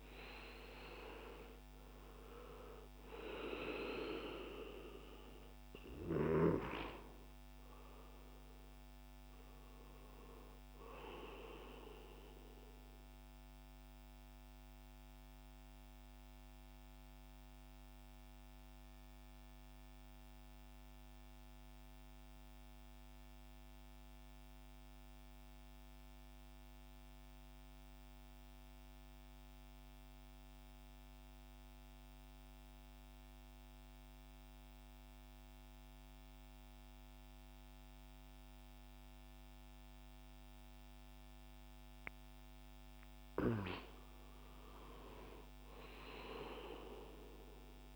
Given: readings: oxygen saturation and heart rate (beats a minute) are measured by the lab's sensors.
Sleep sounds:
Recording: breathing in sleep by a microphone on the trachea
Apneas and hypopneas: 1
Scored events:
0.00-20.00 s: oxygen desaturation (device-marked, oxygen 86% lowest, heart rate 58 extreme)
12.00-43.00 s: mixed apnea (oxygen 95% before, 86% lowest, heart rate 68 before, 55 extreme, up 9 after)
43.00-47.96 s: oxygen desaturation (device-marked, oxygen 98% before, 92% lowest, heart rate 64 before, 55 extreme)
45.00-47.96 s: arousal
From the record:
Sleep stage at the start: N2 (light sleep)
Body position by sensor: on the back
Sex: male

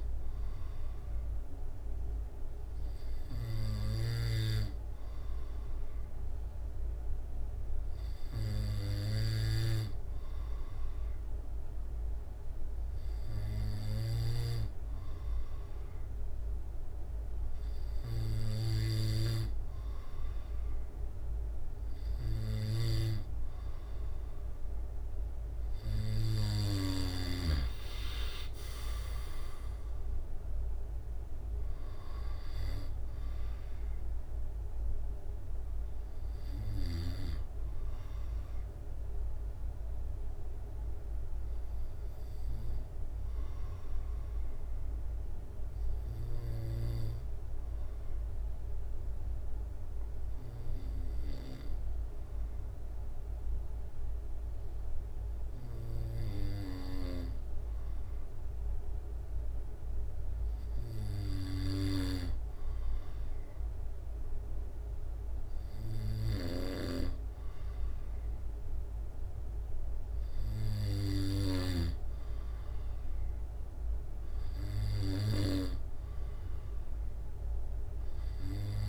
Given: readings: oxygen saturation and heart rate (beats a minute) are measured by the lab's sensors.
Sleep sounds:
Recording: breathing in sleep by a room microphone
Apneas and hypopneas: 1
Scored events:
28.00-41.00 s: drop in pulse transit time (device-marked, heart rate 69 before, 65 extreme)
34.50-38.50 s: arousal
41.50-59.00 s: obstructive apnea (oxygen 94% before, 93% lowest, heart rate 71 before, 66 extreme, up 2 after)
61.00-64.50 s: arousal
77.00-78.89 s: drop in pulse transit time (device-marked, heart rate 68 before, 68 extreme)
From the record:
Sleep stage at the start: N2 (light sleep)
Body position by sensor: on the back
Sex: male

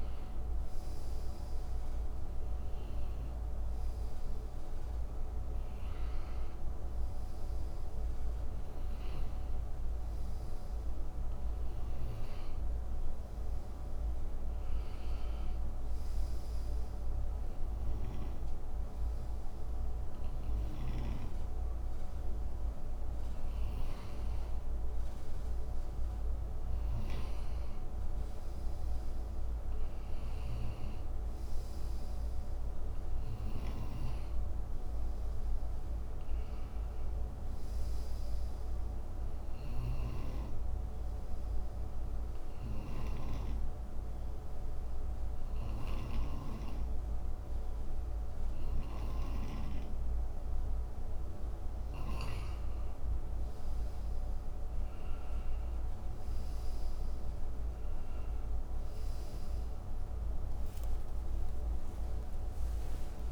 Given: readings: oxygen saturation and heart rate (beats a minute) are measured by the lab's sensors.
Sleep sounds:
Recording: breathing in sleep, hard to hear, by a room microphone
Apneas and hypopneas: none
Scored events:
20.50-27.00 s: snoring (device-marked)
33.50-43.00 s: snoring (device-marked)
From the record:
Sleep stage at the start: N2 (light sleep)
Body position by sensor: on the right side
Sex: male

